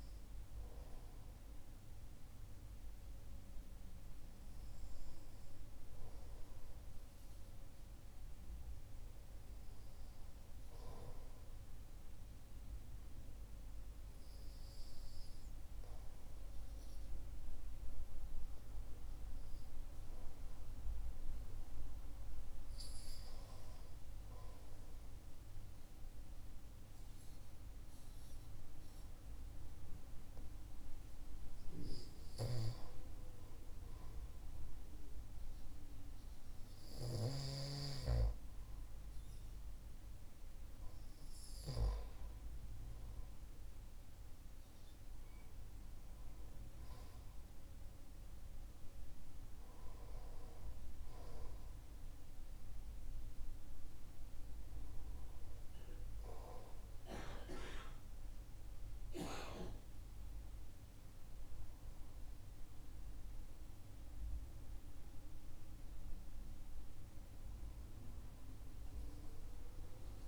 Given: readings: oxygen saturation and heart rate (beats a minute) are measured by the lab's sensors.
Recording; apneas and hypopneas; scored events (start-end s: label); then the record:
breathing in sleep by a room microphone; none
none scored
From the record:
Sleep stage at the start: REM sleep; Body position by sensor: on the right side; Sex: male